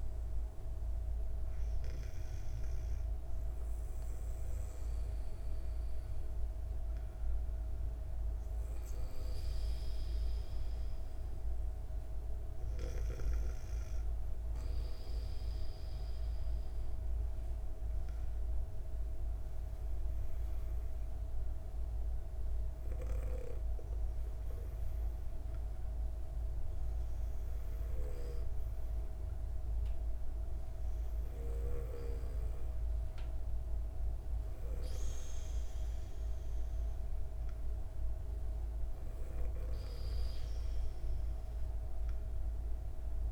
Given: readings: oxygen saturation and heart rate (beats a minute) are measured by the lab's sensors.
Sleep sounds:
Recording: breathing in sleep, hard to hear, by a room microphone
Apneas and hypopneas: none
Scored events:
none scored
From the record:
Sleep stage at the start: N2 (light sleep)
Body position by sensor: on the back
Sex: female

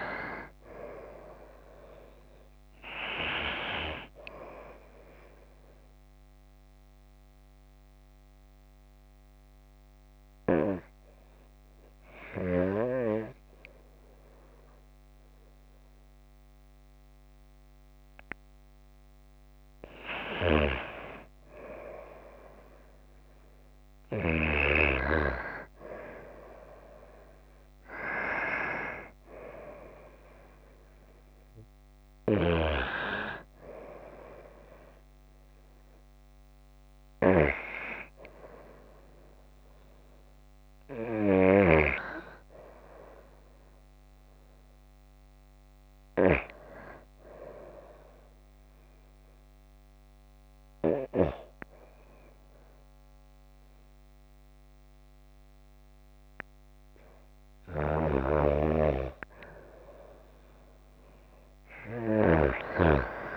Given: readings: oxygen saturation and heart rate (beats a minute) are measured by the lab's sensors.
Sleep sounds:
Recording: breathing in sleep by a microphone on the trachea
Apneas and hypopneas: 2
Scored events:
6.00-18.50 s: obstructive apnea (oxygen 93% before, 90% lowest, heart rate 53 before, 34 extreme, up 10 after)
20.50-24.50 s: arousal
32.00-42.00 s: snoring (device-marked)
41.50-45.00 s: arousal
47.00-58.00 s: hypopnea (oxygen 91% before, 90% lowest, heart rate 46 before, 53 extreme, up 10 after)
57.50-63.37 s: snoring (device-marked)
61.00-63.37 s: arousal
From the record:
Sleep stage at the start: N2 (light sleep)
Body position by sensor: on the back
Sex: female

